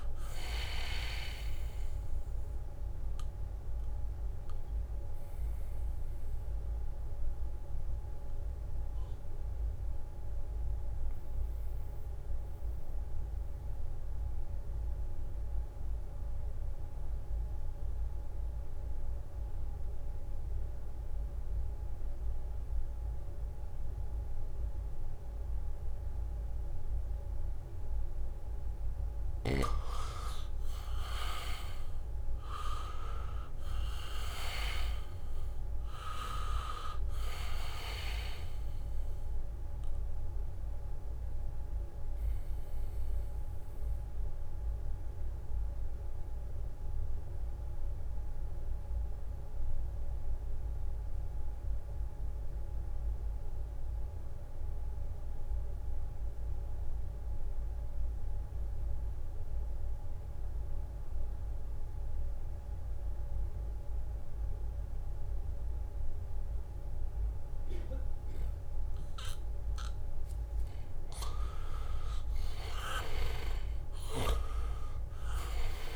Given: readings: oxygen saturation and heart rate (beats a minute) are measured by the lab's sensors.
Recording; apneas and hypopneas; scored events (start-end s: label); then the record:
breathing in sleep by a room microphone; 2
0.00-19.50 s: oxygen desaturation (device-marked, oxygen 79% lowest, heart rate 64 extreme)
4.00-29.00 s: mixed apnea (oxygen 99% before, 79% lowest, heart rate 67 before, 66 extreme)
27.50-56.50 s: oxygen desaturation (device-marked, oxygen 99% before, 83% lowest, heart rate 69 before, 63 extreme)
28.50-34.50 s: leg movement (device-marked)
31.50-35.50 s: arousal
35.50-36.50 s: leg movement (device-marked)
41.50-70.50 s: mixed apnea (oxygen 99% before, 79% lowest, heart rate 69 before, 63 extreme, up 0 after)
63.50-75.96 s: oxygen desaturation (device-marked, oxygen 98% before, 79% lowest, heart rate 67 before, 62 extreme)
72.00-75.96 s: arousal
From the record:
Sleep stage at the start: N2 (light sleep); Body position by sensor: on the back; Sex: male